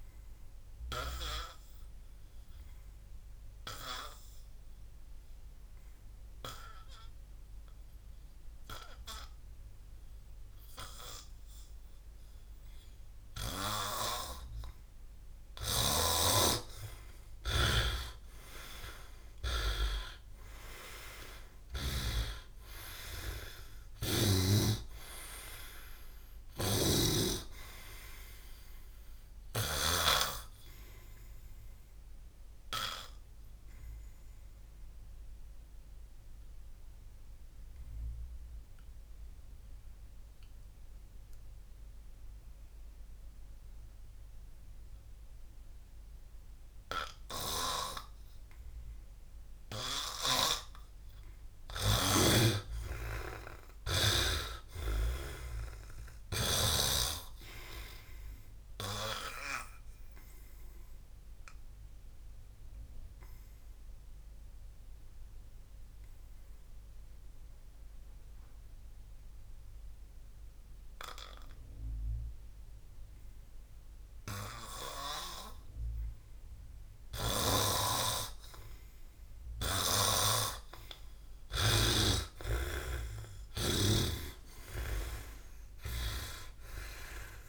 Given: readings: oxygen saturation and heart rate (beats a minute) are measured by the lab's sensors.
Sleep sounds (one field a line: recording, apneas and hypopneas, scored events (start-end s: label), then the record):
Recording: breathing in sleep by a room microphone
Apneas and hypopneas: 3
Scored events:
3.50-14.00 s: obstructive apnea (oxygen 100% before, 86% lowest, heart rate 64 before, 57 extreme, up 20 after)
7.50-14.50 s: oxygen desaturation (device-marked, oxygen 100% before, 93% lowest, heart rate 64 before, 58 extreme)
15.50-22.00 s: snoring (device-marked)
17.50-20.00 s: arousal
26.50-30.00 s: snoring (device-marked)
26.50-50.50 s: oxygen desaturation (device-marked, oxygen 99% before, 86% lowest, heart rate 65 before, 57 extreme)
35.50-47.50 s: obstructive apnea (oxygen 99% before, 86% lowest, heart rate 67 before, 57 extreme, up 9 after)
51.50-55.00 s: snoring (device-marked)
53.00-57.00 s: arousal
64.50-77.50 s: hypopnea (oxygen 100% before, 90% lowest, heart rate 65 before, 56 extreme, up 15 after)
77.50-87.48 s: oxygen desaturation (device-marked, oxygen 95% before, 90% lowest, heart rate 61 before, 57 extreme)
79.50-87.48 s: snoring (device-marked)
80.00-83.50 s: arousal
From the record:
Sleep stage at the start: N2 (light sleep)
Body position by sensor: on the back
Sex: male